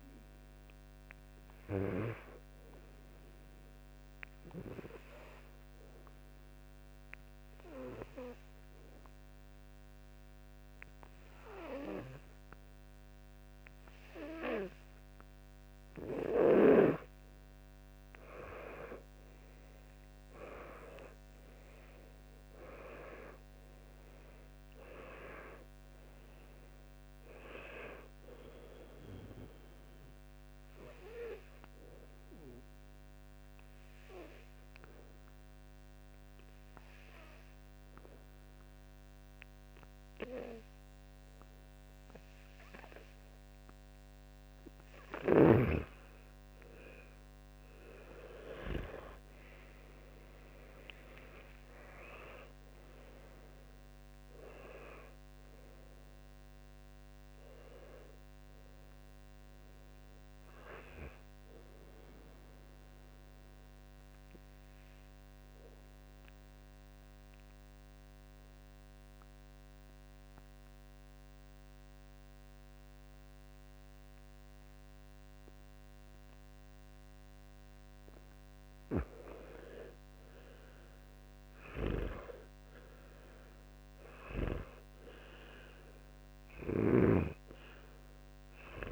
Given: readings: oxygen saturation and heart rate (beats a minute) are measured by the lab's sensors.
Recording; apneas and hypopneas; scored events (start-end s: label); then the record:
breathing in sleep by a microphone on the trachea; 3
0.00-16.00 s: oxygen desaturation (device-marked, oxygen 97% before, 94% lowest, heart rate 65 before, 58 extreme)
3.00-15.50 s: obstructive apnea (oxygen 97% before, 94% lowest, heart rate 64 before, 58 extreme, up 27 after)
17.50-21.00 s: arousal
28.00-36.00 s: oxygen desaturation (device-marked, oxygen 99% before, 94% lowest, heart rate 72 before, 57 extreme)
31.00-44.50 s: obstructive apnea (oxygen 99% before, 94% lowest, heart rate 76 before, 57 extreme, up 20 after)
48.50-53.00 s: arousal
62.00-78.50 s: mixed apnea (oxygen 100% before, 94% lowest, heart rate 67 before, 58 extreme, up 6 after)
81.00-86.00 s: arousal
87.00-88.92 s: oxygen desaturation (device-marked, oxygen 100% before, 96% lowest, heart rate 61 before, 58 extreme)
From the record:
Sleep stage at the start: N2 (light sleep); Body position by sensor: on the back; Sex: male